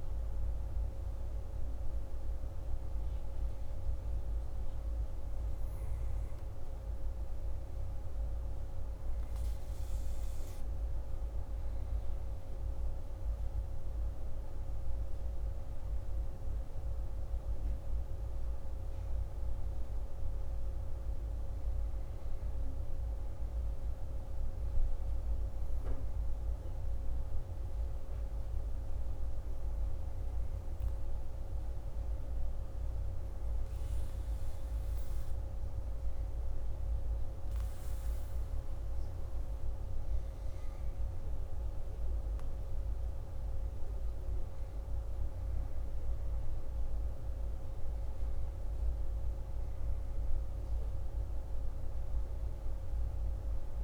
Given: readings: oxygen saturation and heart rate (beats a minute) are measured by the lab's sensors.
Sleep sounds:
breathing in sleep, hard to hear, by a room microphone; none
none scored
From the record:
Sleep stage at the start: N1 (lightest sleep); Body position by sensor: on the back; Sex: male

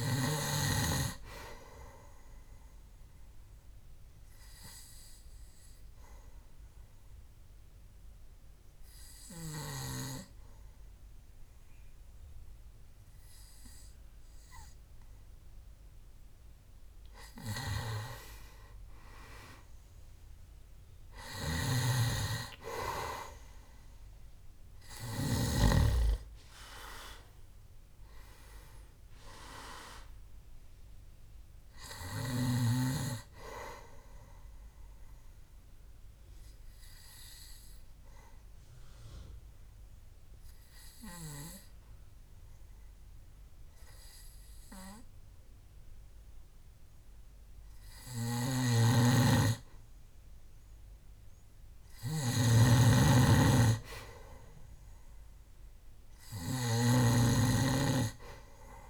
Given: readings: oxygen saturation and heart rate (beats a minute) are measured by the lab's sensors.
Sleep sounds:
breathing in sleep by a room microphone; 2
0.00-17.50 s: oxygen desaturation (device-marked, oxygen 92% lowest, heart rate 63 extreme)
4.00-17.50 s: obstructive apnea (oxygen 98% before, 92% lowest, heart rate 70 before, 63 extreme, up 2 after)
19.00-24.00 s: arousal
21.50-26.00 s: snoring (device-marked)
31.50-48.50 s: oxygen desaturation (device-marked, oxygen 97% before, 93% lowest, heart rate 69 before, 63 extreme)
36.00-49.50 s: obstructive apnea (oxygen 97% before, 92% lowest, heart rate 69 before, 65 extreme, up 2 after)
48.50-57.50 s: snoring (device-marked)
52.00-55.50 s: arousal
57.50-58.90 s: oxygen desaturation (device-marked, oxygen 98% before, 92% lowest, heart rate 67 before, 66 extreme)
From the record:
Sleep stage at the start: N2 (light sleep); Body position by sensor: on the back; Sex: male

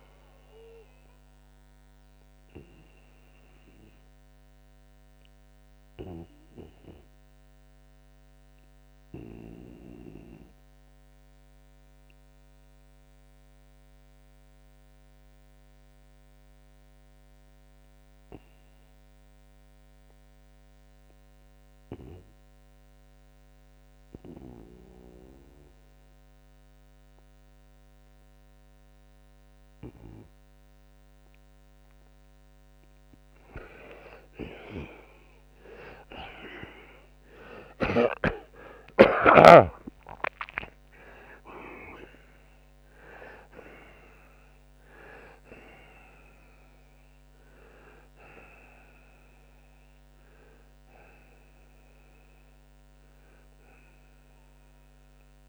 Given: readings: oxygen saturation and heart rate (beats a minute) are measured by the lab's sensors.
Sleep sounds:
breathing in sleep by a microphone on the trachea; 1
0.00-28.50 s: oxygen desaturation (device-marked, oxygen 87% lowest, heart rate 65 extreme)
1.50-32.50 s: obstructive apnea (oxygen 97% before, 84% lowest, heart rate 82 before, 65 extreme, up 35 after)
35.00-39.00 s: arousal
44.50-55.48 s: oxygen desaturation (device-marked, oxygen 94% before, 91% lowest, heart rate 79 before, 66 extreme)
From the record:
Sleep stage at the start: N2 (light sleep); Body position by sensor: on the right side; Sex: male

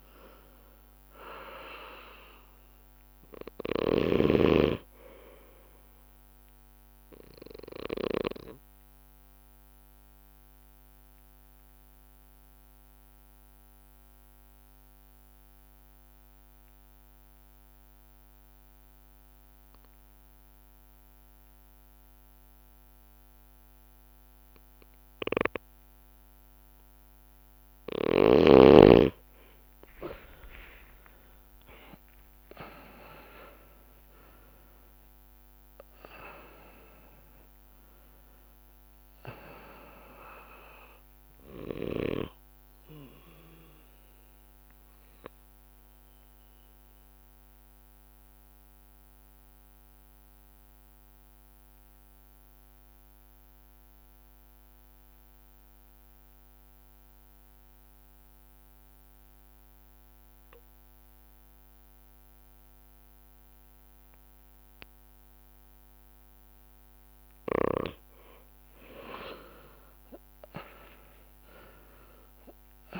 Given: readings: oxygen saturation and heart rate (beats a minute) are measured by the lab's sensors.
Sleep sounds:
breathing in sleep by a microphone on the trachea; 2
1.00-19.00 s: oxygen desaturation (device-marked, oxygen 98% before, 94% lowest)
8.00-28.00 s: obstructive apnea (oxygen 99% before, 90% lowest)
30.00-32.00 s: long interval between heartbeats (device-marked)
30.50-36.50 s: arousal
31.00-53.00 s: bradycardia (device-marked)
32.00-62.00 s: oxygen desaturation (device-marked, oxygen 99% before, 92% lowest)
44.00-66.00 s: obstructive apnea (oxygen 99% before, 90% lowest)
70.50-73.00 s: arousal
From the record:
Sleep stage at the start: N2 (light sleep); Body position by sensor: on the back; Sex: male

